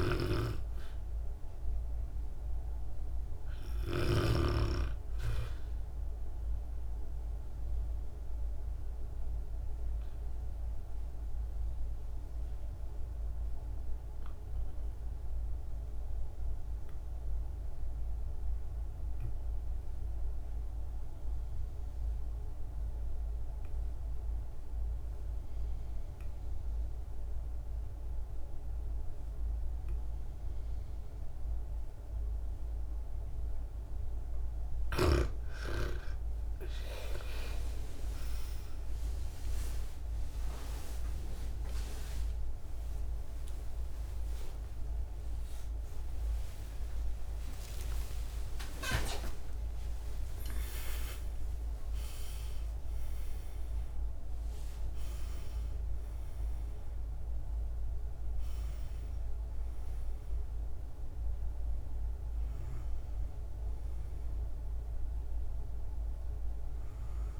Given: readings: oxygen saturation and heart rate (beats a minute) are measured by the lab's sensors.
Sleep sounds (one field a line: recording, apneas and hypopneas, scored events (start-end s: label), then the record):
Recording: a person partly awake in a sleep study, by a room microphone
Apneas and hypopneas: 1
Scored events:
0.00-4.00 s: snoring (device-marked)
8.00-34.00 s: obstructive apnea (oxygen 98% before, 81% lowest, heart rate 59 before, 52 extreme, up 17 after)
24.50-60.50 s: oxygen desaturation (device-marked, oxygen 97% before, 84% lowest, heart rate 57 before, 52 extreme)
48.50-67.40 s: new sleep stage, awake
From the record:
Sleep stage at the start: REM sleep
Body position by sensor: on the back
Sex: female